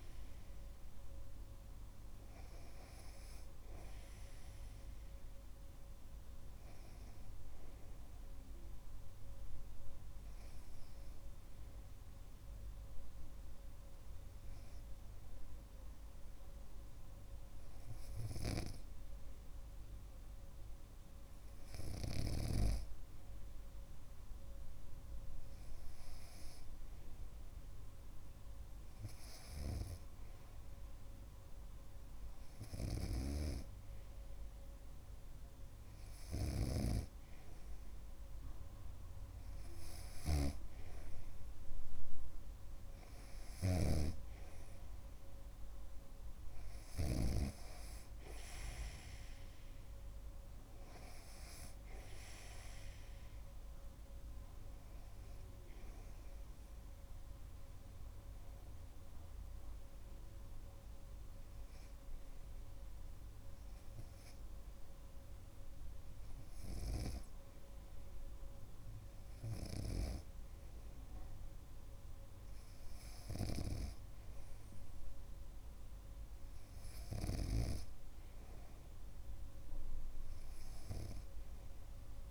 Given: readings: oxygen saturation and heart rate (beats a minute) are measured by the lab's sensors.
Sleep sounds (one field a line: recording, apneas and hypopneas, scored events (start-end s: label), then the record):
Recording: breathing in sleep by a room microphone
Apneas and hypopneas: 2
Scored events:
10.00-25.00 s: hypopnea (oxygen 97% before, 95% lowest)
27.50-31.00 s: arousal
33.00-47.50 s: snoring (device-marked)
59.00-70.50 s: hypopnea (oxygen 98% before, 94% lowest)
73.50-78.00 s: snoring (device-marked)
75.00-79.00 s: arousal
From the record:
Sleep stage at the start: N2 (light sleep)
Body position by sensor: on the right side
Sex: male